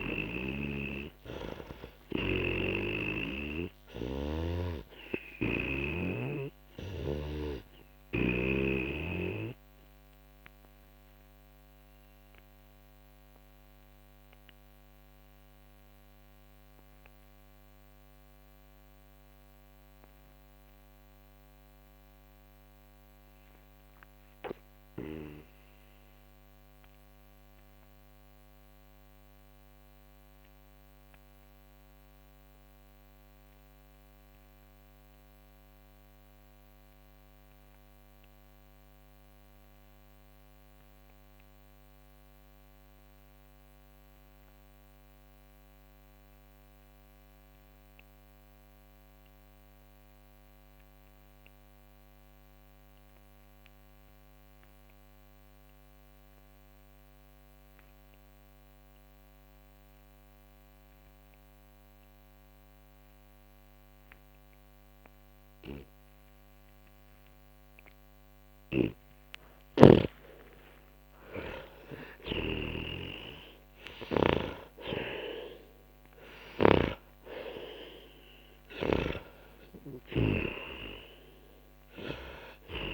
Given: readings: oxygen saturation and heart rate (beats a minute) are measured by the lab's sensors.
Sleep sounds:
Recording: breathing in sleep by a microphone on the trachea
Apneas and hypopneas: 1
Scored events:
2.50-6.00 s: snoring (device-marked)
4.00-37.00 s: oxygen desaturation (device-marked, oxygen 97% before, 85% lowest, heart rate 59 before, 42 extreme)
9.50-67.50 s: obstructive apnea (oxygen 97% before, 85% lowest, heart rate 63 before, 42 extreme, up 29 after)
66.00-82.94 s: oxygen desaturation (device-marked, oxygen 97% before, 87% lowest, heart rate 48 before, 35 extreme)
69.50-77.00 s: snoring (device-marked)
70.50-75.50 s: arousal
From the record:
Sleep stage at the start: N2 (light sleep)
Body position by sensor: on the back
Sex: male

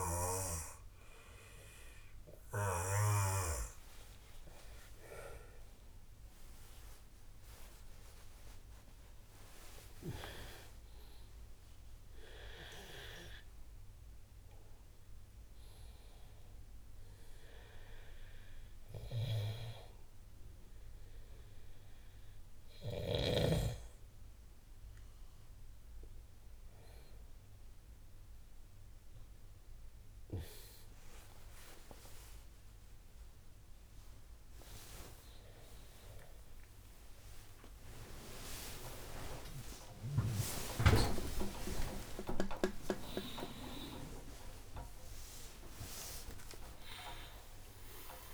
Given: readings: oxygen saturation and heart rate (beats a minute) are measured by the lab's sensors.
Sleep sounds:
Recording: a person awake in a sleep study, by a room microphone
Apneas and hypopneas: none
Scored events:
21.50-48.34 s: new sleep stage, awake
39.50-44.50 s: tachycardia (device-marked, heart rate 49 before, 116 extreme)
From the record:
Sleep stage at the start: N2 (light sleep)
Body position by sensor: on the back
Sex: male

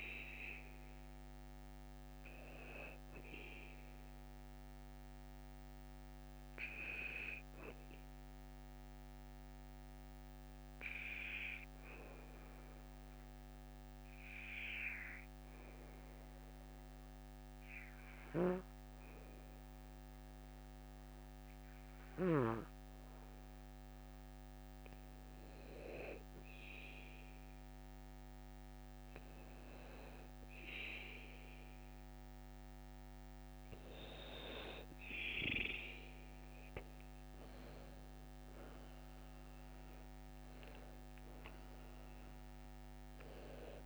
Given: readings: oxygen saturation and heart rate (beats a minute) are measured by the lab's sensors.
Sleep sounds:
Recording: breathing in sleep by a microphone on the trachea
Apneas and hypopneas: 1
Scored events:
8.00-24.00 s: obstructive apnea (oxygen 99% before, 93% lowest, heart rate 65 before, 53 extreme, up 5 after)
31.50-43.86 s: oxygen desaturation (device-marked, oxygen 99% before, 93% lowest, heart rate 55 before, 54 extreme)
37.50-41.50 s: tachycardia (device-marked, heart rate 58 before, 111 extreme)
37.50-43.86 s: arousal
39.50-41.50 s: long interval between heartbeats (device-marked, heart rate 59 before, 96 extreme)
From the record:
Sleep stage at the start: N2 (light sleep)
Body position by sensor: on the back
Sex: male

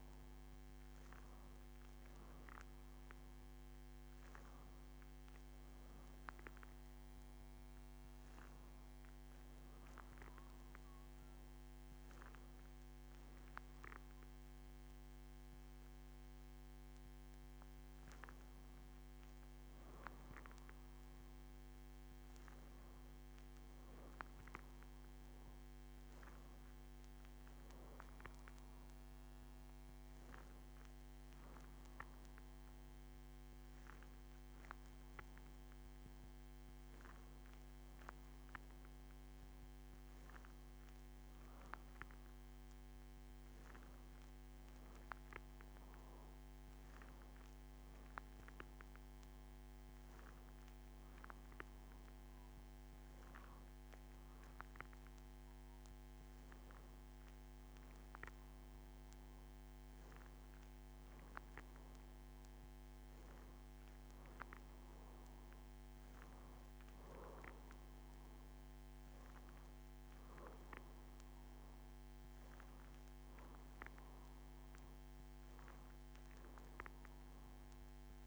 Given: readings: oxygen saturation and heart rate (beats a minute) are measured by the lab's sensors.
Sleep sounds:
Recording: breathing in sleep by a microphone on the trachea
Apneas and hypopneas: none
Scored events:
none scored
From the record:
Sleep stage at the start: N2 (light sleep)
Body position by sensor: on the back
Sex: female

